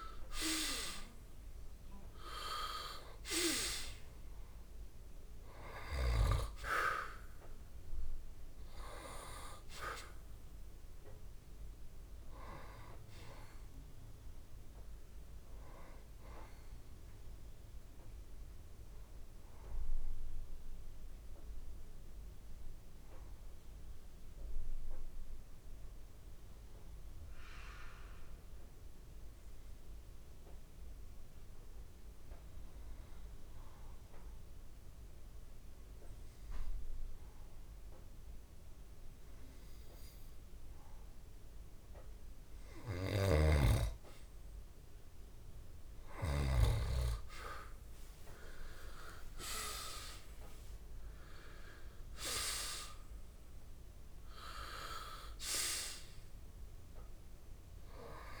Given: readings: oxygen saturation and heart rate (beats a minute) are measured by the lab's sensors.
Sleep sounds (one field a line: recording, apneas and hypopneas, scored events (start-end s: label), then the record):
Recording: breathing in sleep by a room microphone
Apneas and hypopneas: 1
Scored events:
0.00-20.00 s: oxygen desaturation (device-marked, oxygen 85% lowest)
19.50-42.50 s: mixed apnea (oxygen 96% before, 86% lowest)
37.00-58.40 s: oxygen desaturation (device-marked, oxygen 98% before, 86% lowest)
45.00-49.00 s: arousal
From the record:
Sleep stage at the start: N2 (light sleep)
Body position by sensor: on the back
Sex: male